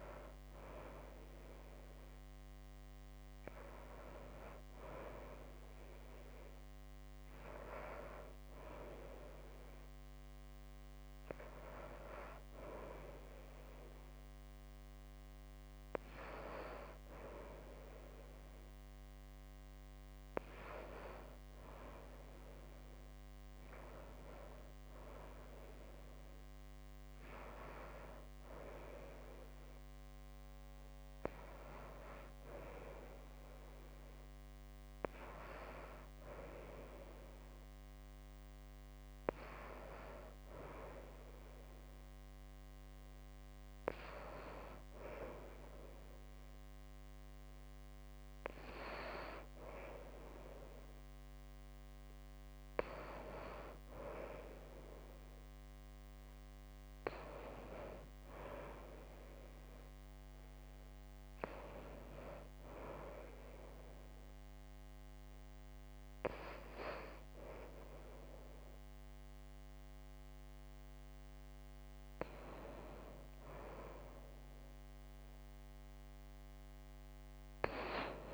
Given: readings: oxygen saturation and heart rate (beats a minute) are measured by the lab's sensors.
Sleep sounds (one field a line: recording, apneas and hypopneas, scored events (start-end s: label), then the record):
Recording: breathing in sleep by a microphone on the trachea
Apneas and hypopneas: none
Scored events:
none scored
From the record:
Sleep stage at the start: N2 (light sleep)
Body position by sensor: on the right side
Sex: female